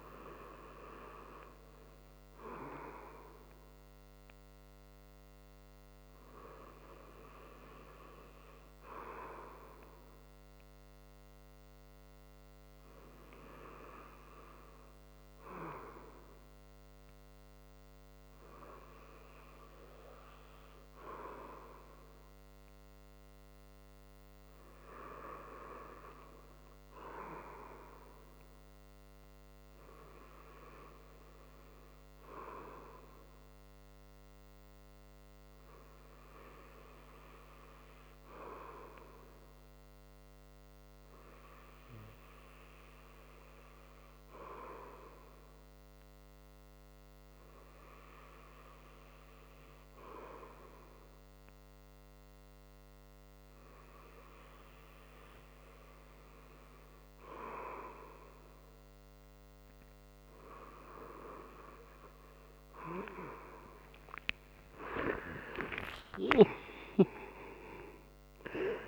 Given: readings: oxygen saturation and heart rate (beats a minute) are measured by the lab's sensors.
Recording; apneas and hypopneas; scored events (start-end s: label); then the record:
breathing in sleep by a microphone on the trachea; none
14.50-68.88 s: new sleep stage, REM sleep
64.00-68.88 s: arousal
From the record:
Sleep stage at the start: N2 (light sleep); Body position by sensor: on the right side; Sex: male